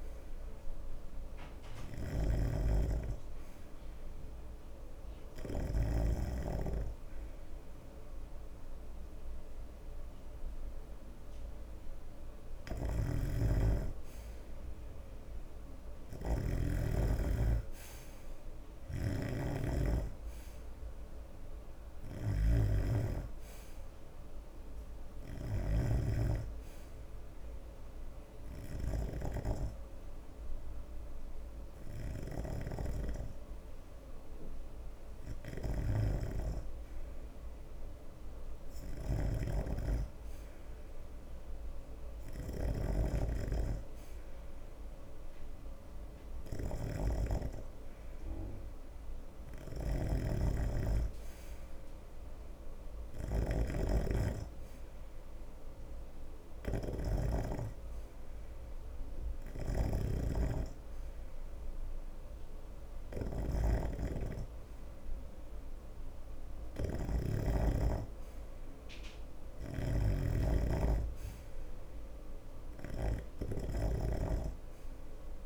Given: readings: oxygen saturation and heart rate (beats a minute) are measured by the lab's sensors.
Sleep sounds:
breathing in sleep by a room microphone; 2
0.00-6.50 s: snoring (device-marked)
4.00-14.50 s: hypopnea (oxygen 91% before, 88% lowest, heart rate 78 before, 72 extreme, up 4 after)
13.00-68.00 s: snoring (device-marked)
15.00-19.00 s: arousal
27.50-40.50 s: hypopnea (oxygen 91% before, 88% lowest, heart rate 77 before, 72 extreme, up 4 after)
43.00-47.50 s: arousal
70.00-74.00 s: snoring (device-marked)
From the record:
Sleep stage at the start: N2 (light sleep); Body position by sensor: on the right side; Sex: male

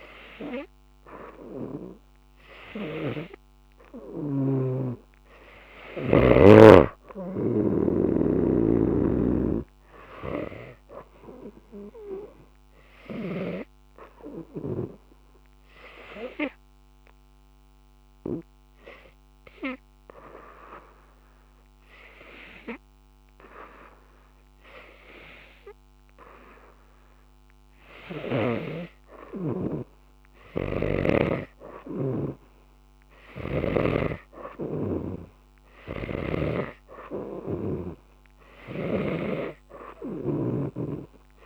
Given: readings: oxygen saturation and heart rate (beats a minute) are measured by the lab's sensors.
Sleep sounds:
breathing in sleep by a microphone on the trachea; 1
7.00-10.50 s: arousal
9.00-13.50 s: snoring (device-marked)
14.50-27.50 s: hypopnea (oxygen 93% before, 89% lowest, heart rate 88 before, 85 extreme, up 2 after)
16.00-30.00 s: oxygen desaturation (device-marked, oxygen 92% before, 89% lowest, heart rate 88 before, 85 extreme)
30.50-34.00 s: snoring (device-marked)
31.50-35.00 s: arousal
36.00-39.50 s: snoring (device-marked)
36.00-41.46 s: oxygen desaturation (device-marked, oxygen 95% before, 90% lowest, heart rate 86 before, 86 extreme)
From the record:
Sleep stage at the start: N2 (light sleep); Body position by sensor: on the right side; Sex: female

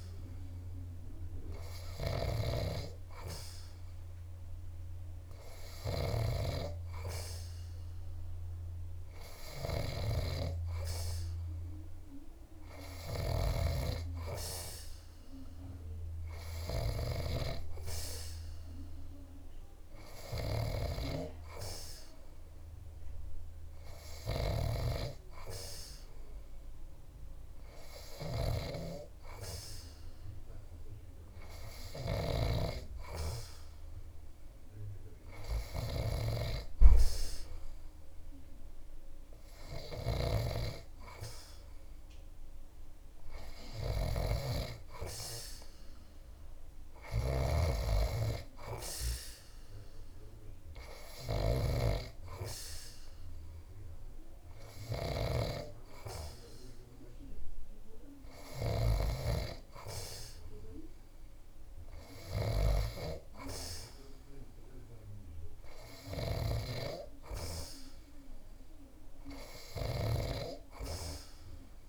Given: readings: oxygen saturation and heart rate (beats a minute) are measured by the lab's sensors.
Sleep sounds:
breathing in sleep by a room microphone; none
0.00-16.50 s: snoring (device-marked)
39.50-66.00 s: snoring (device-marked)
From the record:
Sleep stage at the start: N2 (light sleep); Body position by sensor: on the back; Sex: male

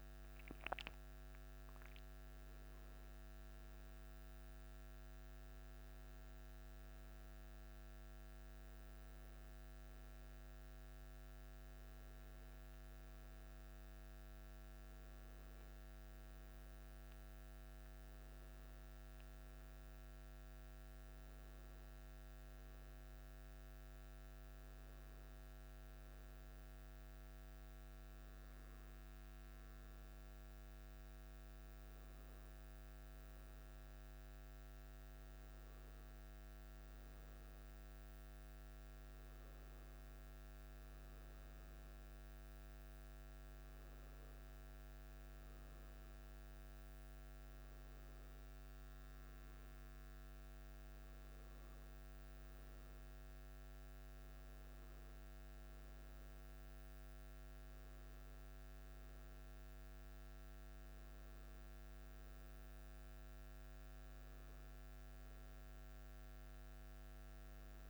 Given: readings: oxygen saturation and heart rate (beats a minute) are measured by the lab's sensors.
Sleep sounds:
breathing in sleep, hard to hear, by a microphone on the trachea; none
none scored
From the record:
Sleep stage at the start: N1 (lightest sleep); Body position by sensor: on the back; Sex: male

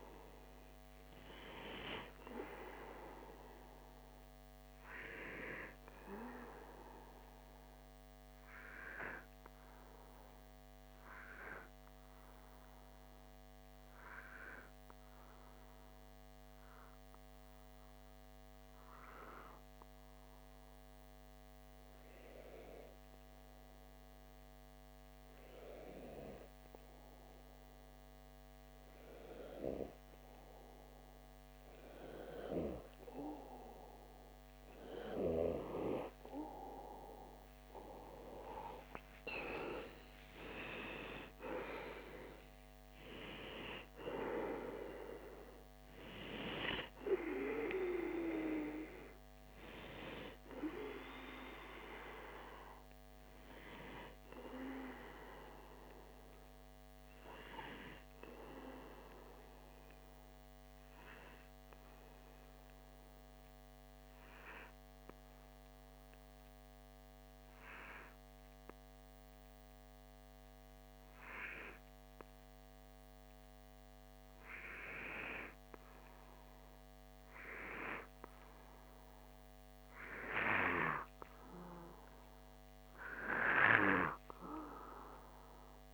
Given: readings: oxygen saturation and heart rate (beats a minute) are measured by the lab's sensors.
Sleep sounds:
breathing in sleep by a microphone on the trachea; 2
9.00-24.50 s: obstructive apnea (oxygen 97% before, 93% lowest)
30.50-64.50 s: oxygen desaturation (device-marked, oxygen 97% before, 93% lowest)
32.50-37.50 s: arousal
60.50-76.50 s: obstructive apnea (oxygen 95% before, 93% lowest)
79.00-82.50 s: arousal
From the record:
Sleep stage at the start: N2 (light sleep); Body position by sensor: on the back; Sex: male

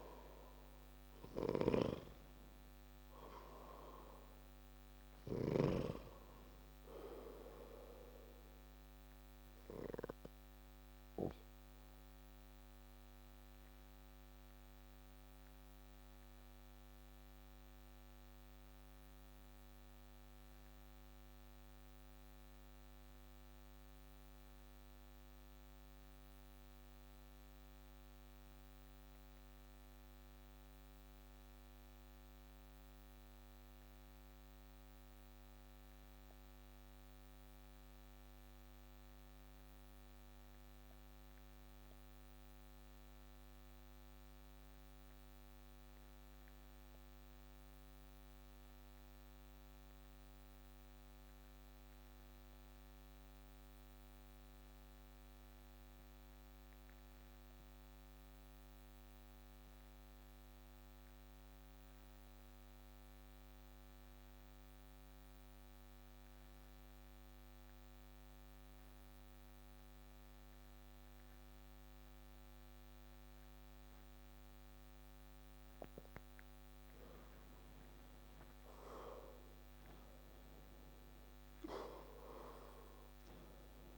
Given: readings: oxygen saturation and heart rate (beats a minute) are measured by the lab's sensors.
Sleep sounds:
breathing in sleep by a microphone on the trachea; 1
9.00-75.50 s: obstructive apnea (oxygen 97% before, 85% lowest)
61.50-83.98 s: oxygen desaturation (device-marked, oxygen 96% before, 85% lowest)
78.50-83.00 s: arousal
From the record:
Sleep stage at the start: N2 (light sleep); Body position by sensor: on the back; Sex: male

